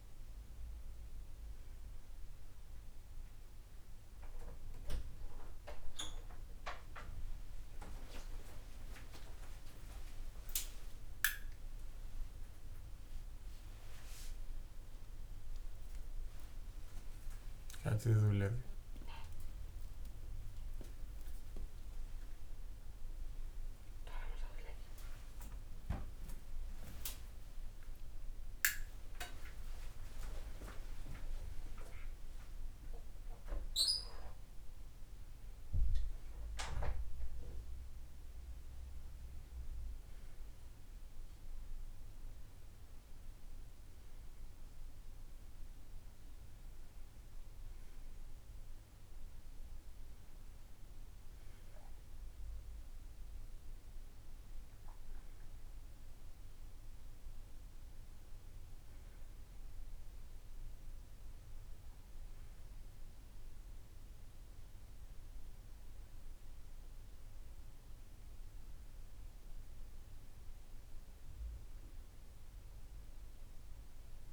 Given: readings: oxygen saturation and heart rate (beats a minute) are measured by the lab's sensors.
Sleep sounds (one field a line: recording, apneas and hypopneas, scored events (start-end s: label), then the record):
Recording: a person partly awake in a sleep study, by a room microphone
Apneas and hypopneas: none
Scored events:
31.50-74.33 s: new sleep stage, N1 (lightest sleep)
From the record:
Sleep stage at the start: awake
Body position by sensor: on the back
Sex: male